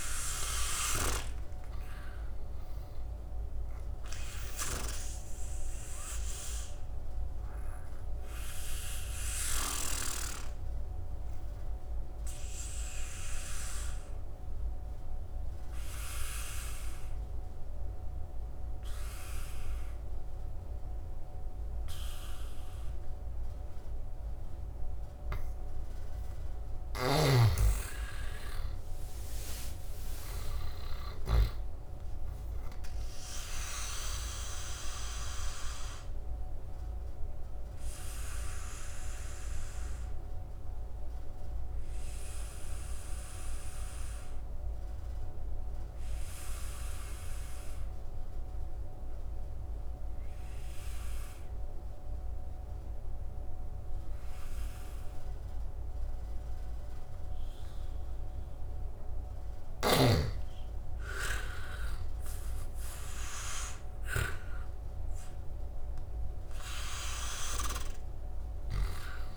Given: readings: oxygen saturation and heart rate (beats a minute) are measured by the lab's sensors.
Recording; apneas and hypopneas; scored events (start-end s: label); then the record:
breathing in sleep by a room microphone; 2
0.00-2.00 s: arousal
0.00-9.50 s: snoring (device-marked)
5.50-26.00 s: obstructive apnea (oxygen 100% before, 85% lowest, heart rate 76 before, 66 extreme, up 17 after)
26.50-31.00 s: snoring (device-marked)
28.00-31.00 s: arousal
34.00-58.00 s: obstructive apnea (oxygen 99% before, 85% lowest, heart rate 73 before, 68 extreme, up 11 after)
38.00-55.00 s: oxygen desaturation (device-marked, oxygen 97% before, 88% lowest, heart rate 73 before, 68 extreme)
60.50-63.50 s: arousal
66.00-69.37 s: oxygen desaturation (device-marked, oxygen 95% before, 85% lowest, heart rate 72 before, 69 extreme)
From the record:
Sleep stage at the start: N2 (light sleep); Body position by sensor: on the back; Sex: male